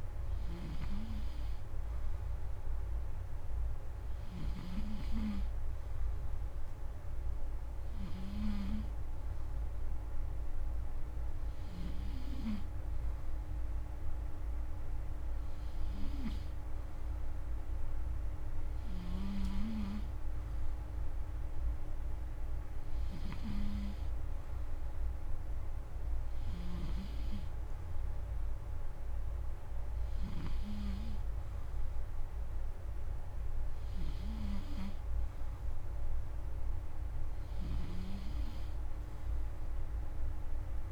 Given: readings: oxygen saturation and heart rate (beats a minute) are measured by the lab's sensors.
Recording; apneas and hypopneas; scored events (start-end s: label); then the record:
breathing in sleep by a room microphone; none
0.00-11.50 s: snoring (device-marked)
18.50-30.00 s: snoring (device-marked)
From the record:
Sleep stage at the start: N2 (light sleep); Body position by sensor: on the front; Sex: male